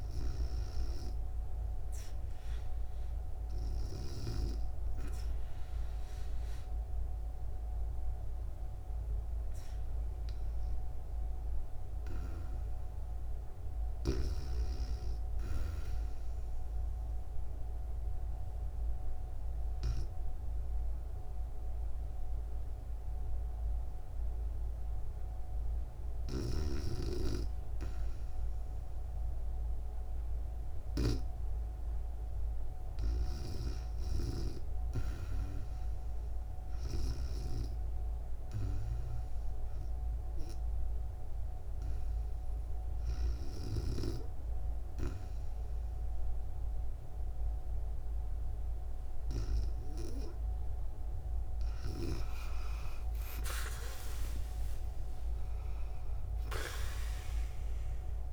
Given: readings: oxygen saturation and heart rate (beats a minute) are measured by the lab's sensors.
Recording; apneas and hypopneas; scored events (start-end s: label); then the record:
breathing in sleep by a room microphone; 2
16.50-28.00 s: hypopnea (oxygen 96% before, 91% lowest, heart rate 66 before, 58 extreme, up 11 after)
22.50-29.50 s: bradycardia (device-marked, heart rate 70 before, 58 extreme)
29.50-33.00 s: arousal
34.50-50.50 s: oxygen desaturation (device-marked, oxygen 94% before, 91% lowest, heart rate 65 before, 70 extreme)
39.50-50.50 s: hypopnea (oxygen 94% before, 91% lowest, heart rate 65 before, 72 extreme, up 7 after)
51.50-55.50 s: arousal
From the record:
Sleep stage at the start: REM sleep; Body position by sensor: on the back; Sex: female